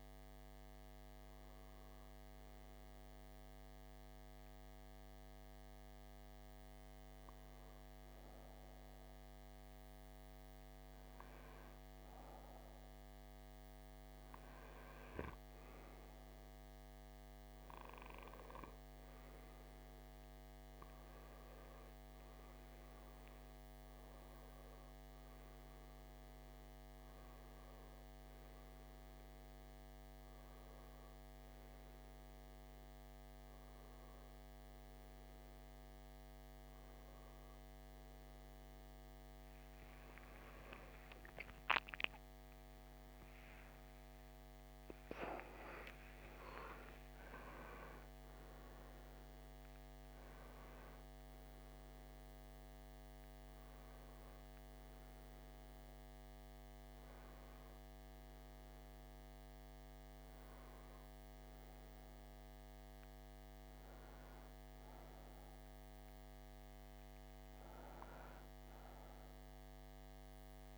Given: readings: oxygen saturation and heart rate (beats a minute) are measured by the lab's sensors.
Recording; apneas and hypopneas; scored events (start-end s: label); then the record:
breathing in sleep, hard to hear, by a microphone on the trachea; none
0.00-17.50 s: oxygen desaturation (device-marked, oxygen 93% lowest, heart rate 57 extreme)
21.00-25.00 s: arousal
25.50-41.50 s: oxygen desaturation (device-marked, oxygen 97% before, 90% lowest, heart rate 59 before, 63 extreme)
42.50-48.50 s: arousal
From the record:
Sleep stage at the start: N1 (lightest sleep); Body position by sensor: on the right side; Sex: male